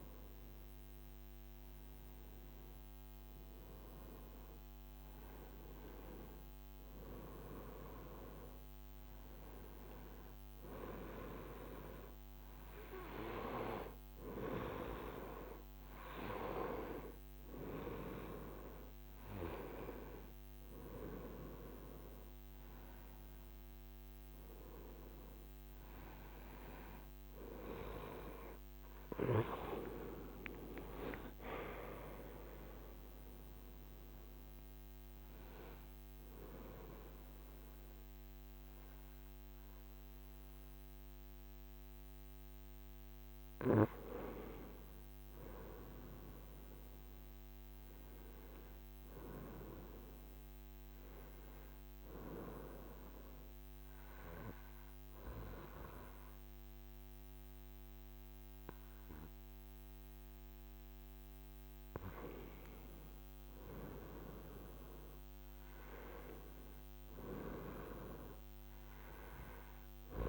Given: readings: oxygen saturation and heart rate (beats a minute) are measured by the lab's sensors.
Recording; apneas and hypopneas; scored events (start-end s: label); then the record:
breathing in sleep by a microphone on the trachea; 2
32.50-43.50 s: hypopnea (oxygen 96% before, 93% lowest, heart rate 73 before, 66 extreme, up 7 after)
44.50-48.50 s: arousal
52.50-62.50 s: obstructive apnea (oxygen 96% before, 93% lowest, heart rate 71 before, 69 extreme, up 6 after)
63.00-67.50 s: arousal
From the record:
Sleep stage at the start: N2 (light sleep); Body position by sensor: on the front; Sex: female